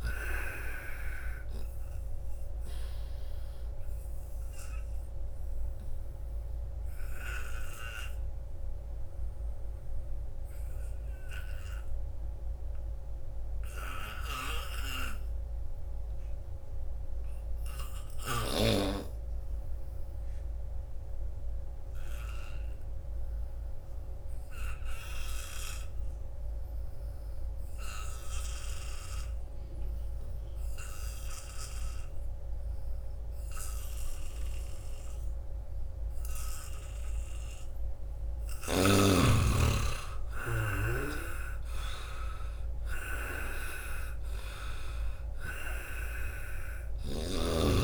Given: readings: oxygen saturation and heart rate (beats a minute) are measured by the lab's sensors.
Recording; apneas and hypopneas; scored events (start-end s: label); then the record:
breathing in sleep by a room microphone; 1
0.00-21.50 s: oxygen desaturation (device-marked, oxygen 76% lowest, heart rate 63 extreme)
4.00-37.50 s: obstructive apnea (oxygen 98% before, 73% lowest, heart rate 76 before, 63 extreme, up 21 after)
33.50-47.84 s: oxygen desaturation (device-marked, oxygen 94% before, 73% lowest, heart rate 81 before, 69 extreme)
39.00-43.50 s: arousal
From the record:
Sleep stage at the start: N2 (light sleep); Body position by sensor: on the back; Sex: male